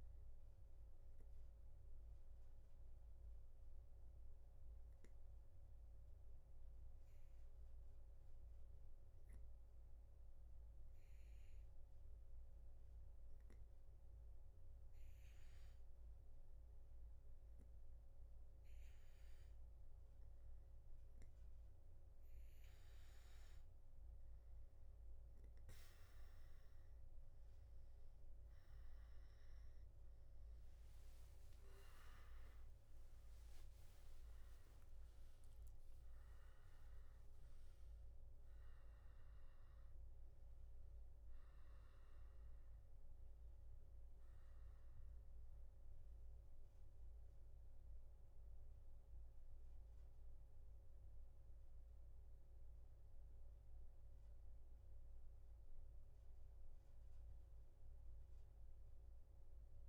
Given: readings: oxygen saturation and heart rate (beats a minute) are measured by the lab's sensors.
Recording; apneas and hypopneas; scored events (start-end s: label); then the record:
breathing in sleep, hard to hear, by a room microphone; none
none scored
From the record:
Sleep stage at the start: N3 (deep sleep); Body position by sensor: on the back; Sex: male